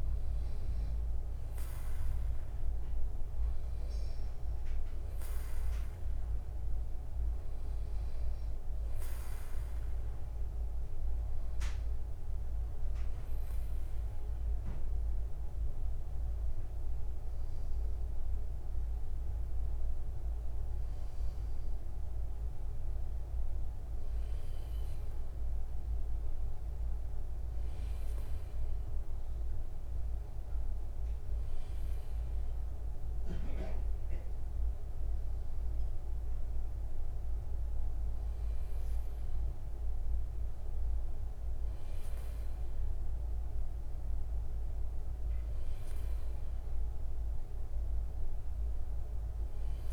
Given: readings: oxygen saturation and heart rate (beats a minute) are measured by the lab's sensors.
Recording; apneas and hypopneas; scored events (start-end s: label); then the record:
breathing in sleep, hard to hear, by a room microphone; none
17.00-20.50 s: arousal
From the record:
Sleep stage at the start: N2 (light sleep); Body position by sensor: on the back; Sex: male